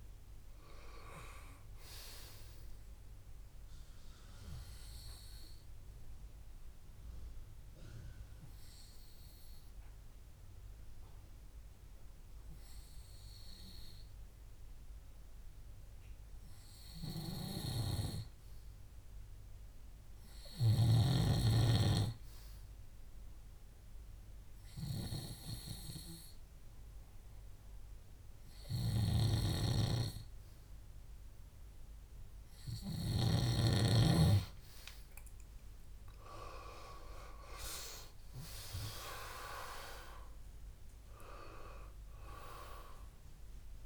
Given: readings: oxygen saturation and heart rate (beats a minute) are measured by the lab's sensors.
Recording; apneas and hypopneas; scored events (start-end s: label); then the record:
breathing in sleep by a room microphone; 1
0.00-1.00 s: arousal
6.00-19.50 s: hypopnea (oxygen 98% before, 92% lowest, heart rate 69 before, 62 extreme, up 4 after)
24.00-26.50 s: arousal
24.00-43.86 s: oxygen desaturation (device-marked, oxygen 98% before, 92% lowest, heart rate 63 before, 60 extreme)
From the record:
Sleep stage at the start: N2 (light sleep); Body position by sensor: on the back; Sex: male